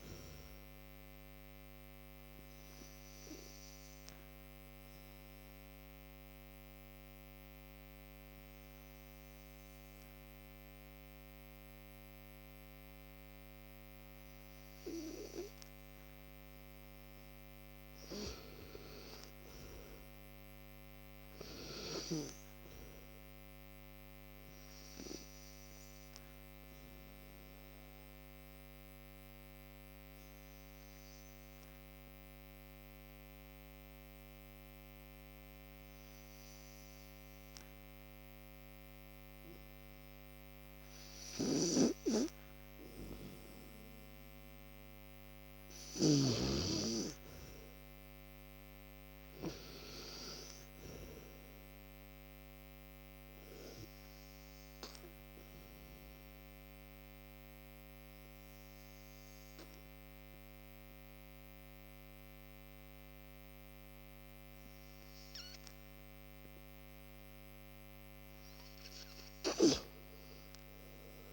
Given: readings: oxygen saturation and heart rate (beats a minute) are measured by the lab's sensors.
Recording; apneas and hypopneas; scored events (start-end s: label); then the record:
breathing in sleep by a microphone on the trachea; 3
0.00-17.00 s: oxygen desaturation (device-marked, oxygen 87% lowest, heart rate 55 extreme)
2.00-15.00 s: obstructive apnea (oxygen 97% before, 86% lowest, heart rate 65 before, 55 extreme, up 11 after)
18.00-20.50 s: arousal
24.00-43.50 s: obstructive apnea (oxygen 96% before, 86% lowest, heart rate 63 before, 55 extreme, up 21 after)
29.00-42.00 s: oxygen desaturation (device-marked, oxygen 95% before, 88% lowest, heart rate 63 before, 55 extreme)
44.00-71.00 s: oxygen desaturation (device-marked, oxygen 96% before, 86% lowest, heart rate 60 before, 55 extreme)
45.50-48.50 s: arousal
52.50-67.00 s: obstructive apnea (oxygen 96% before, 86% lowest, heart rate 64 before, 55 extreme, up 9 after)
From the record:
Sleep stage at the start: N2 (light sleep); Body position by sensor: on the right side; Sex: male